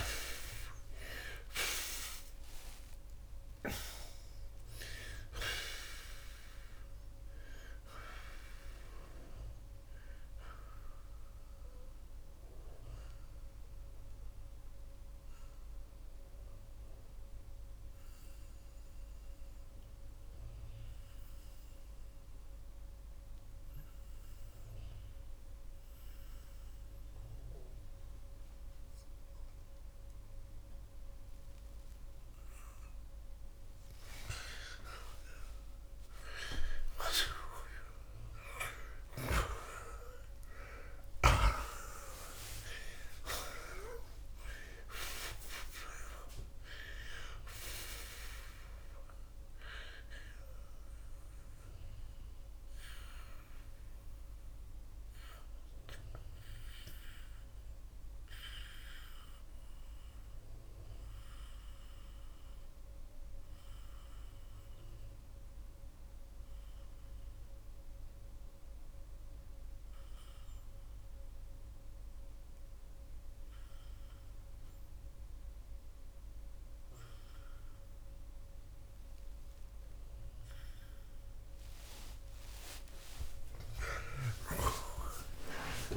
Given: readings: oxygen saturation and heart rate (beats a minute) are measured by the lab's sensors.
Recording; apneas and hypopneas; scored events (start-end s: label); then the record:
breathing in sleep by a room microphone; 2
0.00-36.00 s: oxygen desaturation (device-marked, oxygen 94% before, 79% lowest)
11.00-33.00 s: mixed apnea (oxygen 94% before, 79% lowest)
36.00-40.50 s: arousal
47.00-79.00 s: oxygen desaturation (device-marked, oxygen 94% before, 82% lowest)
52.00-81.50 s: mixed apnea (oxygen 94% before, 77% lowest)
83.50-85.97 s: arousal
84.00-85.97 s: snoring (device-marked)
From the record:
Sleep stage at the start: N2 (light sleep); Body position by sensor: on the back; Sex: male